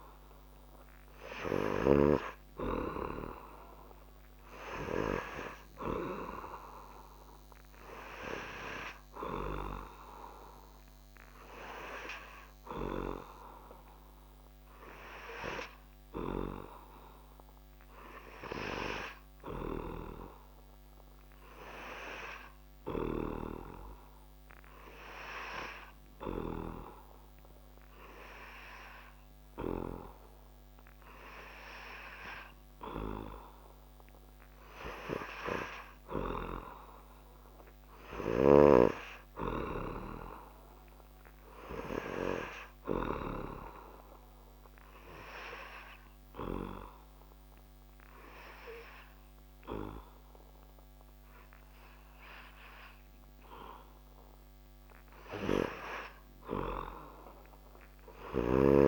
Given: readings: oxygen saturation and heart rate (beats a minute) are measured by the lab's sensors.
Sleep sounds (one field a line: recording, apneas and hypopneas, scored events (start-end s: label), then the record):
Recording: breathing in sleep by a microphone on the trachea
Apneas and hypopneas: 2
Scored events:
15.00-32.00 s: hypopnea (oxygen 98% before, 96% lowest)
34.50-38.00 s: arousal
44.50-54.50 s: obstructive apnea (oxygen 98% before, 96% lowest)
56.00-58.88 s: arousal
From the record:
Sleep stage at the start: N3 (deep sleep)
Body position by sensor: on the back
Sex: male